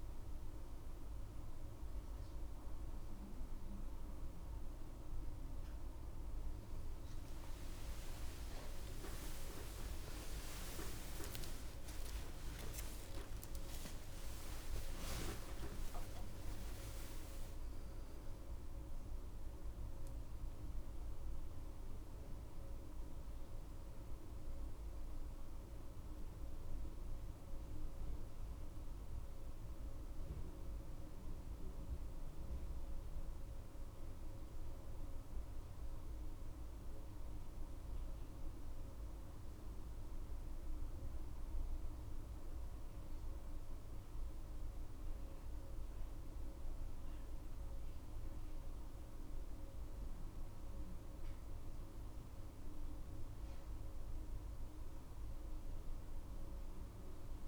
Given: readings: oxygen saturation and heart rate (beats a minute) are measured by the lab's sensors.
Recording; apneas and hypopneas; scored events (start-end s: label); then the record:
a person awake in a sleep study, hard to hear, by a room microphone; none
4.00-57.48 s: new sleep stage, awake
From the record:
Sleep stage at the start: N1 (lightest sleep); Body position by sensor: on the back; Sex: female